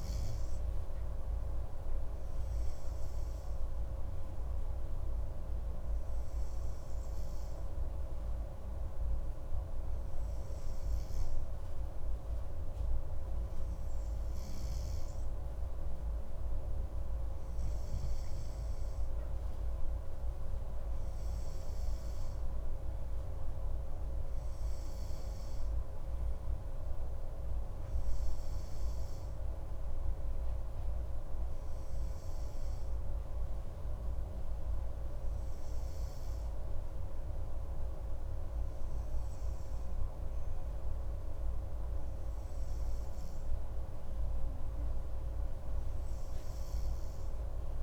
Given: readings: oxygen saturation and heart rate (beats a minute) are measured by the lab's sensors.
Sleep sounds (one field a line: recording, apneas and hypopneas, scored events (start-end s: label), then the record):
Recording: breathing in sleep, hard to hear, by a room microphone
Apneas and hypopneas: none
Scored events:
none scored
From the record:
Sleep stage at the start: N2 (light sleep)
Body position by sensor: on the right side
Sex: male